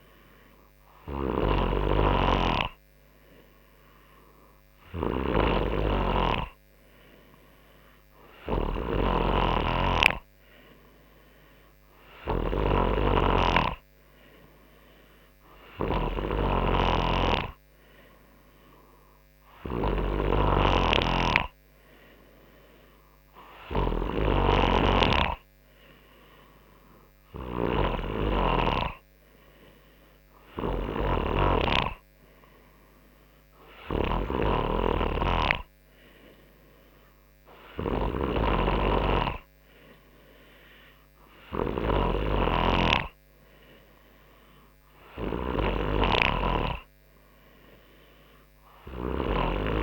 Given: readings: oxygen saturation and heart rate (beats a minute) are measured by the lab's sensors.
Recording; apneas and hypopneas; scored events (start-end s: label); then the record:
breathing in sleep by a microphone on the trachea; none
0.00-49.83 s: snoring (device-marked)
From the record:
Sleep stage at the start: N3 (deep sleep); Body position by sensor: on the front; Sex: male